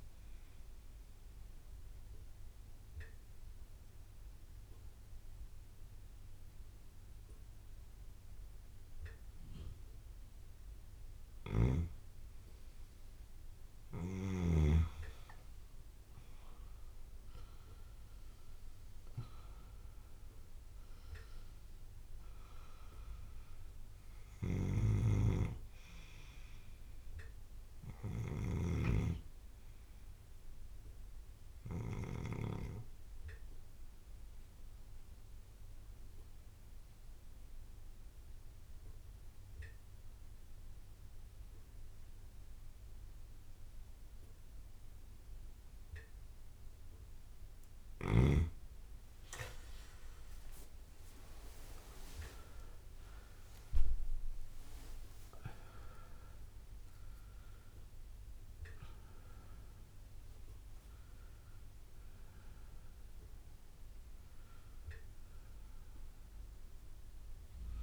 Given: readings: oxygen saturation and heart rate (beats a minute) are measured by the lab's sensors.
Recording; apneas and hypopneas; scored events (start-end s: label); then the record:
breathing in sleep by a room microphone; 2
0.00-8.00 s: oxygen desaturation (device-marked, oxygen 93% lowest)
1.00-12.00 s: obstructive apnea (oxygen 99% before, 91% lowest)
5.00-16.00 s: bradycardia (device-marked)
15.00-19.50 s: arousal
24.00-32.50 s: snoring (device-marked)
26.00-34.00 s: bradycardia (device-marked)
32.00-48.00 s: obstructive apnea (oxygen 99% before, 91% lowest)
48.00-52.00 s: bradycardia (device-marked)
49.50-54.50 s: arousal
52.00-67.83 s: oxygen desaturation (device-marked, oxygen 98% before, 91% lowest)
From the record:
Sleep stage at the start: N2 (light sleep); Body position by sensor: on the back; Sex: male